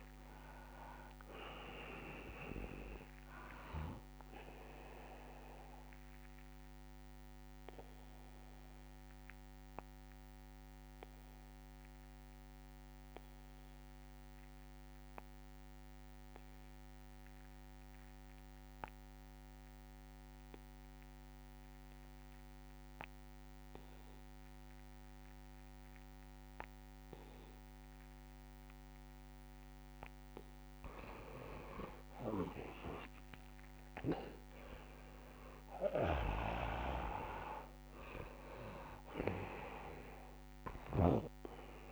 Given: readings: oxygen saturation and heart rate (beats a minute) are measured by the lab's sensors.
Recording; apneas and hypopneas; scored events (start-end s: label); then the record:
breathing in sleep by a microphone on the trachea; 1
0.00-14.00 s: oxygen desaturation (device-marked, oxygen 99% before, 92% lowest, heart rate 69 before, 65 extreme)
5.50-29.00 s: obstructive apnea (oxygen 99% before, 91% lowest, heart rate 73 before, 65 extreme, up 7 after)
28.00-41.92 s: oxygen desaturation (device-marked, oxygen 99% before, 91% lowest, heart rate 67 before, 65 extreme)
30.50-33.50 s: arousal
From the record:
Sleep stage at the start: N2 (light sleep); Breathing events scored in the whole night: 317 in 3.9 hours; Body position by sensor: on the back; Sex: male